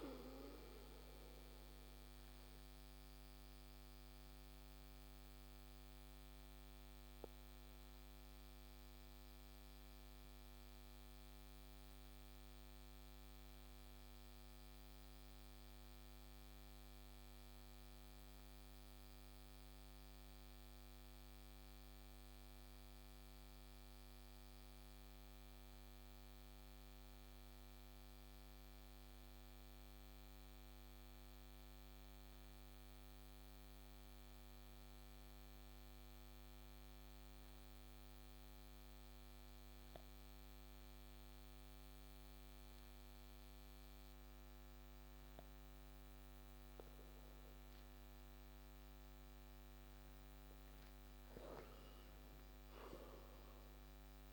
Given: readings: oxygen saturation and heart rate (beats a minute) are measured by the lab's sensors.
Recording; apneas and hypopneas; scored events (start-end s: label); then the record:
breathing in sleep, hard to hear, by a microphone on the trachea; 1
3.00-48.50 s: obstructive apnea (oxygen 96% before, 91% lowest)
39.00-40.00 s: oxygen desaturation (device-marked, oxygen 98% before, 96% lowest)
52.50-54.33 s: arousal
From the record:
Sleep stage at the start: N2 (light sleep); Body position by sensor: on the back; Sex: male